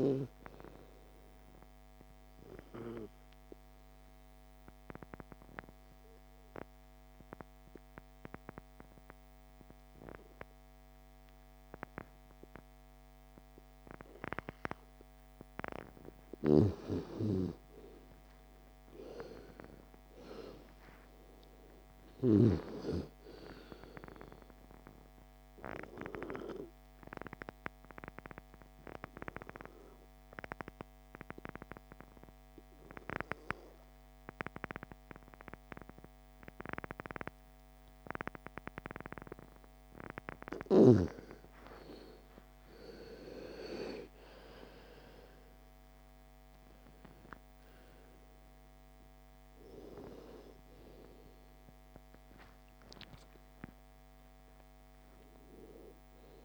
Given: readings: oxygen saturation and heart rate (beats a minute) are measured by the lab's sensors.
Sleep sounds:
breathing in sleep by a microphone on the trachea; 2
0.50-19.50 s: oxygen desaturation (device-marked, oxygen 98% before, 88% lowest, heart rate 59 before, 54 extreme)
2.00-15.50 s: obstructive apnea (oxygen 98% before, 88% lowest, heart rate 59 before, 54 extreme, up 12 after)
18.50-22.00 s: arousal
25.00-40.00 s: obstructive apnea (oxygen 98% before, 85% lowest, heart rate 58 before, 26 extreme, up 39 after)
27.50-41.50 s: oxygen desaturation (device-marked, oxygen 98% before, 90% lowest, heart rate 59 before, 26 extreme)
42.00-46.50 s: arousal
50.50-56.45 s: oxygen desaturation (device-marked, oxygen 98% before, 90% lowest, heart rate 69 before, 26 extreme)
From the record:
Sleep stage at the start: N2 (light sleep); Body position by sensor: on the back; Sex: female

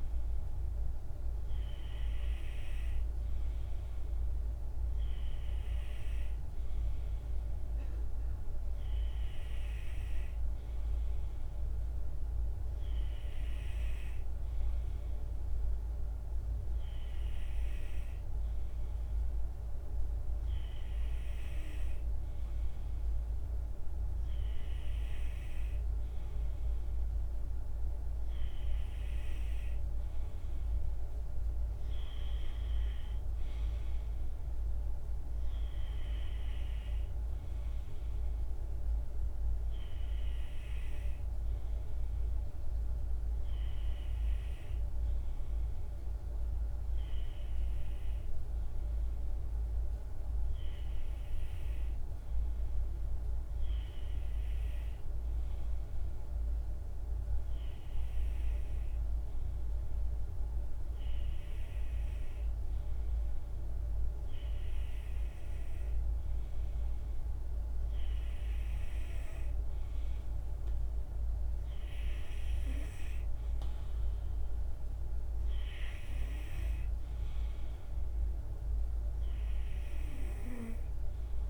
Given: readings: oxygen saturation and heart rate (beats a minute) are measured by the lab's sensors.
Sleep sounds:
breathing in sleep, hard to hear, by a room microphone; none
none scored
From the record:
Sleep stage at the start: N2 (light sleep); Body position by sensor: on the right side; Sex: male

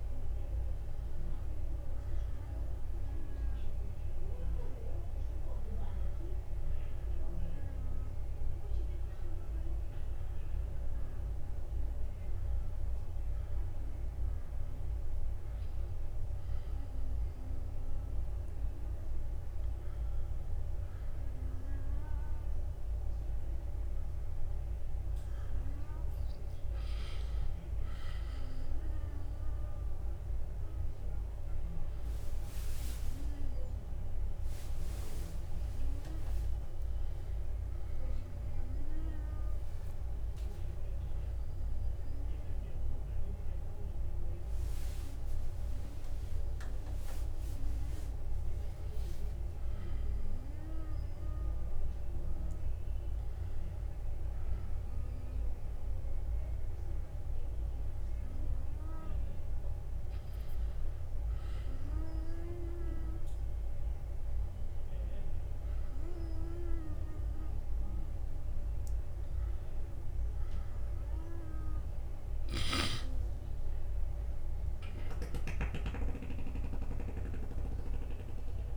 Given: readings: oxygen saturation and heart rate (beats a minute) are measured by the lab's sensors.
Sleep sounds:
breathing in sleep by a room microphone; 1
0.00-1.50 s: arousal
4.50-15.00 s: obstructive apnea (oxygen 97% before, 94% lowest, heart rate 59 before, 51 extreme, up 12 after)
17.00-20.50 s: arousal
45.00-48.50 s: arousal
72.50-76.00 s: arousal
From the record:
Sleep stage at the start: N2 (light sleep); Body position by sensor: on the back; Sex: male

